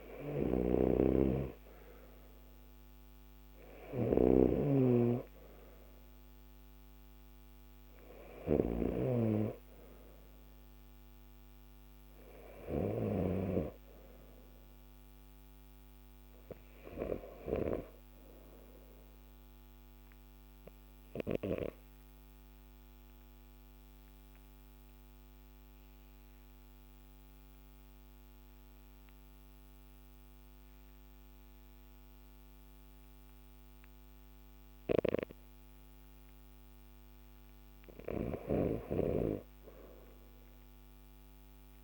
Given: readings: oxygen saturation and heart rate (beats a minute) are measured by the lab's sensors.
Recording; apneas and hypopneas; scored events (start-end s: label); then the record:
breathing in sleep by a microphone on the trachea; 1
0.00-8.50 s: snoring (device-marked)
0.00-27.50 s: oxygen desaturation (device-marked, oxygen 87% lowest, heart rate 50 extreme)
20.50-36.50 s: obstructive apnea (oxygen 95% before, 87% lowest, heart rate 56 before, 50 extreme, up 2 after)
38.50-41.84 s: arousal
From the record:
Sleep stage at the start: N2 (light sleep); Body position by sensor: on the left side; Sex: male